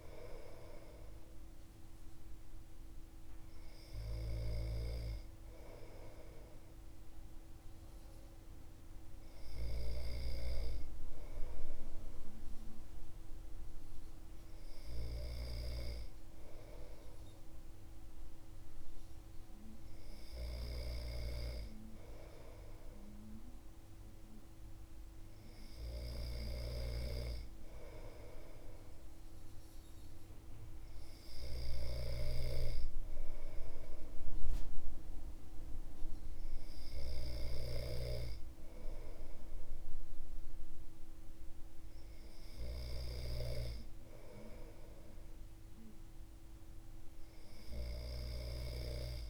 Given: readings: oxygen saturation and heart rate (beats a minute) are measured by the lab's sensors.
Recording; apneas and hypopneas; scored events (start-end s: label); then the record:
breathing in sleep by a room microphone; none
9.50-47.50 s: snoring (device-marked)
From the record:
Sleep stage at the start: N2 (light sleep); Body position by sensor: on the back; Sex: male